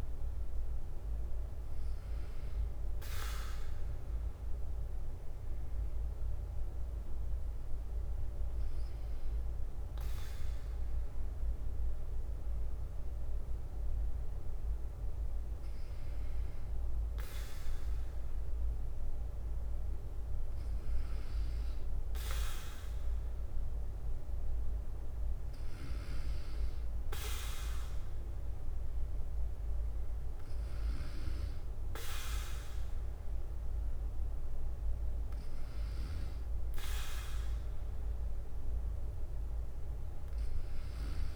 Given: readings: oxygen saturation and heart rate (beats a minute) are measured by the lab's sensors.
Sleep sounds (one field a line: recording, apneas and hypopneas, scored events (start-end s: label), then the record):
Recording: breathing in sleep by a room microphone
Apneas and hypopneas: 1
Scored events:
0.00-16.00 s: oxygen desaturation (device-marked, oxygen 92% lowest, heart rate 52 extreme)
0.00-41.36 s: bradycardia (device-marked, heart rate 52 extreme)
3.50-18.00 s: mixed apnea (oxygen 97% before, 92% lowest, heart rate 60 before, 52 extreme, up 5 after)
20.00-23.00 s: arousal
From the record:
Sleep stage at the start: N2 (light sleep)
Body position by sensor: on the back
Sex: male